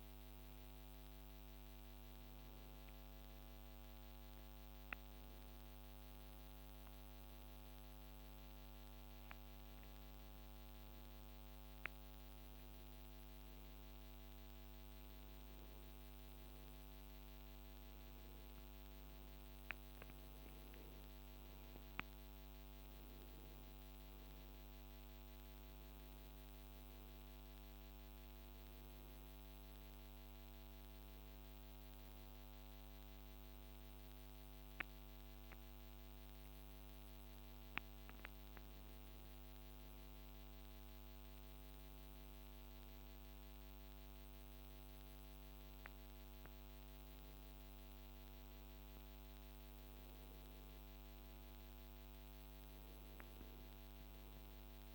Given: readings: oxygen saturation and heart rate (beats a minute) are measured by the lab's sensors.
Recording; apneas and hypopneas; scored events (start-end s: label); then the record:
breathing in sleep, hard to hear, by a microphone on the trachea; none
none scored
From the record:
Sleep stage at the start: N1 (lightest sleep); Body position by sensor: on the right side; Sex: male